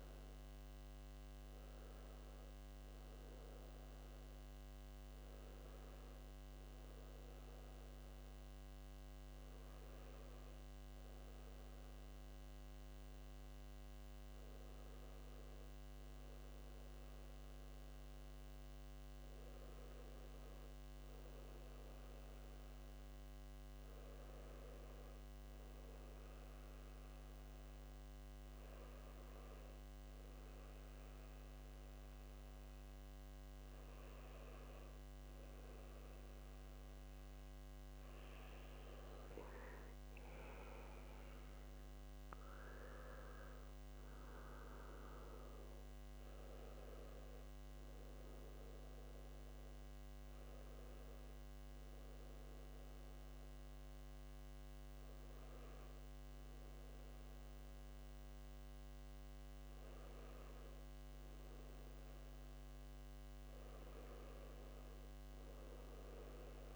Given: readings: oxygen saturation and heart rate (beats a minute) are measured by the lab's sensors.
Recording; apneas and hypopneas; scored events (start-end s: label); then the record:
breathing in sleep, hard to hear, by a microphone on the trachea; none
none scored
From the record:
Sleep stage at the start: N2 (light sleep); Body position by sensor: on the back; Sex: male